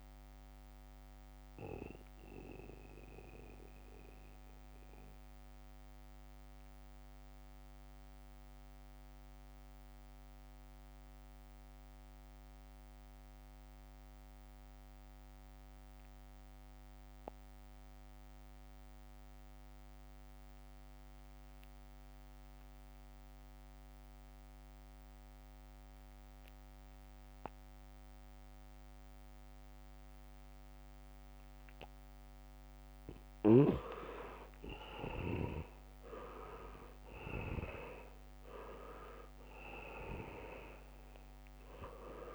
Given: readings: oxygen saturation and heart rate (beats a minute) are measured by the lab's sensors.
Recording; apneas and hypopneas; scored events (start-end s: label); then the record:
breathing in sleep by a microphone on the trachea; 1
0.00-13.50 s: oxygen desaturation (device-marked, oxygen 80% lowest, heart rate 66 extreme)
3.00-31.00 s: mixed apnea (oxygen 99% before, 76% lowest, heart rate 71 before, 66 extreme, up 1 after)
19.50-42.35 s: oxygen desaturation (device-marked, oxygen 99% before, 76% lowest, heart rate 75 before, 66 extreme)
30.00-38.00 s: leg movement (device-marked)
35.00-38.50 s: arousal
From the record:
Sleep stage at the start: N2 (light sleep); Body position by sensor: on the back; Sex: male